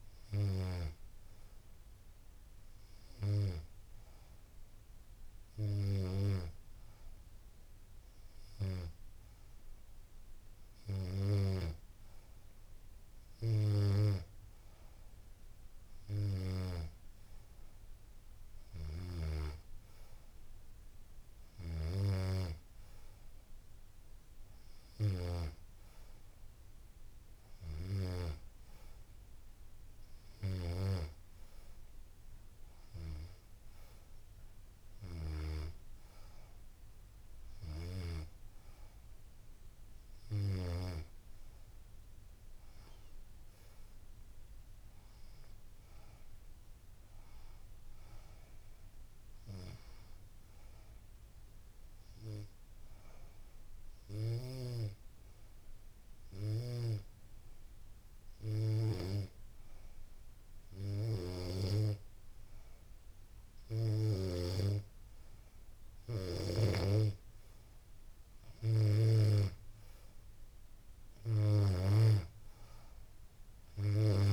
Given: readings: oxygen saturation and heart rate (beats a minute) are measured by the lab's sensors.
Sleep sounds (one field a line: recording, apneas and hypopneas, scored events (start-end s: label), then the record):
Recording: breathing in sleep by a room microphone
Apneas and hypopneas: 1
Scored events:
44.00-47.50 s: arousal
51.00-62.00 s: hypopnea (oxygen 94% before, 91% lowest, heart rate 84 before, 81 extreme, up 3 after)
66.00-74.33 s: oxygen desaturation (device-marked, oxygen 94% before, 91% lowest, heart rate 83 before, 81 extreme)
From the record:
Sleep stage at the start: N2 (light sleep)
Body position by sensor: on the back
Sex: female